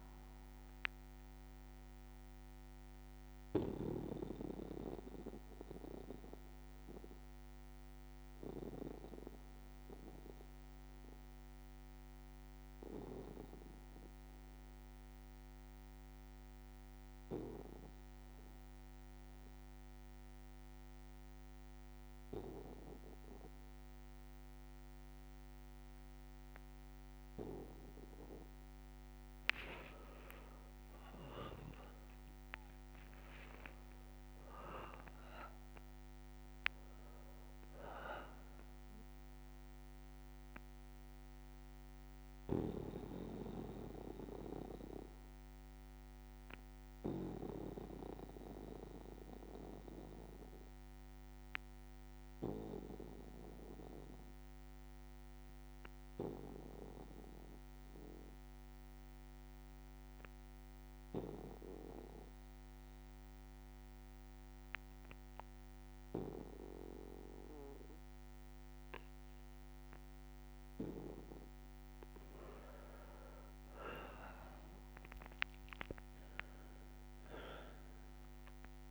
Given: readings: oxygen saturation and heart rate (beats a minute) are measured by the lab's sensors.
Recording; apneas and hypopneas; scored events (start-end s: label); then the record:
breathing in sleep by a microphone on the trachea; 2
0.00-13.50 s: oxygen desaturation (device-marked, oxygen 93% lowest, heart rate 58 extreme)
2.50-13.50 s: bradycardia (device-marked, heart rate 66 before, 58 extreme)
5.00-27.50 s: obstructive apnea (oxygen 98% before, 93% lowest, heart rate 62 before, 58 extreme, up 4 after)
26.50-54.50 s: oxygen desaturation (device-marked, oxygen 99% before, 93% lowest, heart rate 59 before, 58 extreme)
29.50-33.50 s: arousal
41.50-54.50 s: bradycardia (device-marked, heart rate 65 before, 58 extreme)
43.50-69.50 s: obstructive apnea (oxygen 99% before, 92% lowest, heart rate 62 before, 58 extreme, up 4 after)
69.50-78.91 s: oxygen desaturation (device-marked, oxygen 99% before, 92% lowest, heart rate 60 before, 58 extreme)
73.50-78.50 s: arousal
From the record:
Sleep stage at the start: N2 (light sleep); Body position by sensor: on the back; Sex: male